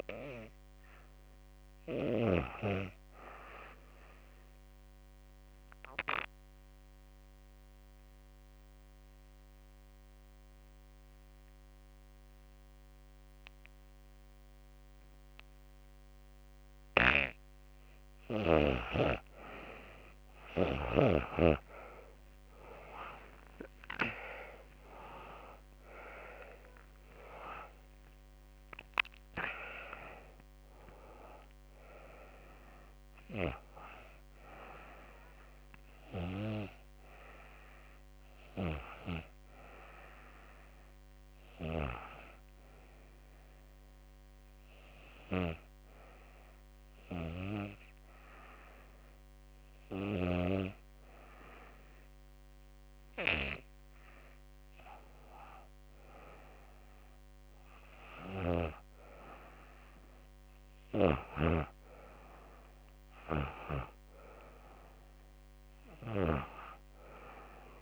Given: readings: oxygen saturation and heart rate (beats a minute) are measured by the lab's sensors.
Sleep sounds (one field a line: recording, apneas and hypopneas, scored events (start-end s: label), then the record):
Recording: breathing in sleep by a microphone on the trachea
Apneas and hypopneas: 2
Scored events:
2.00-16.50 s: obstructive apnea (oxygen 98% before, 86% lowest, heart rate 79 before, 67 extreme, up 12 after)
11.50-39.50 s: oxygen desaturation (device-marked, oxygen 97% before, 86% lowest, heart rate 75 before, 68 extreme)
21.00-25.00 s: arousal
23.50-67.82 s: new sleep stage, N2 (light sleep)
42.00-53.00 s: obstructive apnea (oxygen 98% before, 93% lowest, heart rate 84 before, 75 extreme, up 2 after)
53.50-56.00 s: arousal
From the record:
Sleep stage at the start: REM sleep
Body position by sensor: on the back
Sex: female